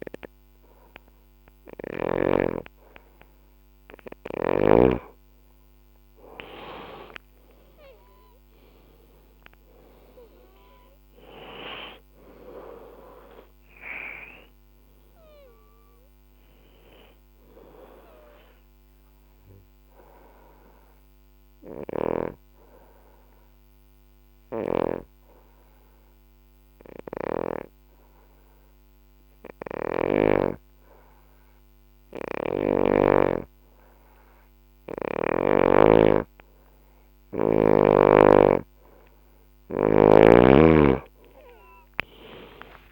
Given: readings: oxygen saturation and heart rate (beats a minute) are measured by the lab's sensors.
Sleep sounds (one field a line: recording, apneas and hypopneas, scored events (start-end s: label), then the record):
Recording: breathing in sleep by a microphone on the trachea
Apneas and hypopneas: 1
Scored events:
8.50-12.50 s: arousal
10.00-24.00 s: oxygen desaturation (device-marked, oxygen 97% before, 93% lowest, heart rate 68 before, 61 extreme)
14.00-38.00 s: obstructive apnea (oxygen 97% before, 89% lowest, heart rate 66 before, 60 extreme, up 30 after)
24.00-33.00 s: snoring (device-marked)
34.00-42.92 s: oxygen desaturation (device-marked, oxygen 97% before, 89% lowest, heart rate 64 before, 60 extreme)
35.00-39.50 s: snoring (device-marked)
41.00-42.92 s: arousal
From the record:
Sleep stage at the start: N2 (light sleep)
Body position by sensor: on the back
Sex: female